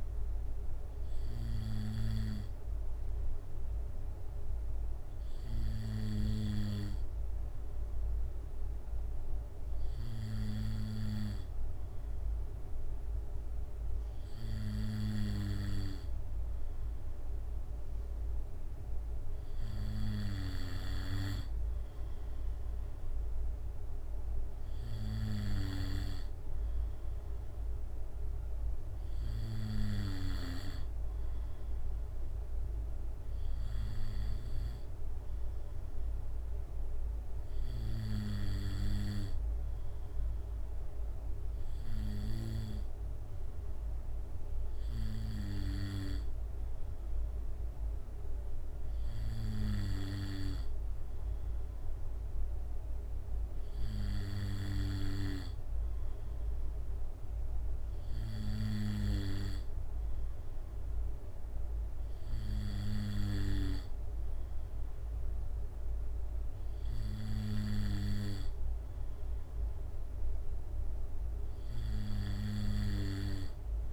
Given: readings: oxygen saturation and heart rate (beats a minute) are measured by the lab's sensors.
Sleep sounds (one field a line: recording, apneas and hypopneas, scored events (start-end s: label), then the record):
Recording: breathing in sleep by a room microphone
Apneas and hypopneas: none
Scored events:
none scored
From the record:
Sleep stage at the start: N2 (light sleep)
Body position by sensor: on the back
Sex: male